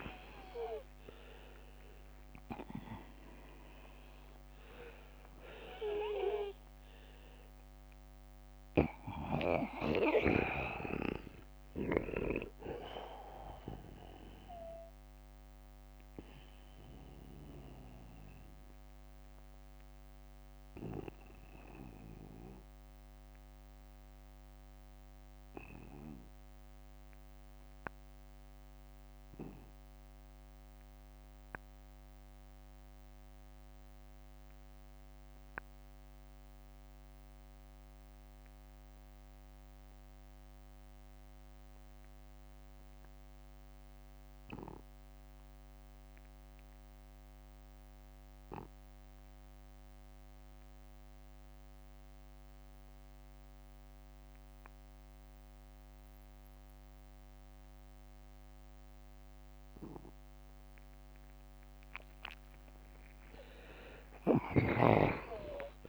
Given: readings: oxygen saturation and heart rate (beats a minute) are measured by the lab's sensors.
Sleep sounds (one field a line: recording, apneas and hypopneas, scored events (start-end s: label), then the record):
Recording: breathing in sleep by a microphone on the trachea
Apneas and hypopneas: 1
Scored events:
0.00-4.50 s: arousal
9.50-17.50 s: oxygen desaturation (device-marked, oxygen 95% before, 92% lowest, heart rate 56 before, 43 extreme)
17.00-61.50 s: obstructive apnea (oxygen 96% before, 77% lowest, heart rate 60 before, 43 extreme)
23.50-41.50 s: oxygen desaturation (device-marked, oxygen 94% before, 85% lowest, heart rate 62 before, 43 extreme)
42.50-44.50 s: long interval between heartbeats (device-marked, heart rate 51 before, 50 extreme)
46.50-48.50 s: long interval between heartbeats (device-marked, heart rate 50 before, 47 extreme)
54.50-65.88 s: oxygen desaturation (device-marked, oxygen 96% before, 90% lowest, heart rate 50 before, 45 extreme)
63.00-65.00 s: long interval between heartbeats (device-marked, heart rate 48 before, 55 extreme)
63.50-65.50 s: tachycardia (device-marked, heart rate 59 before, 67 extreme)
64.50-65.88 s: arousal
From the record:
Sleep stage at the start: N2 (light sleep)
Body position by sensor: on the back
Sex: male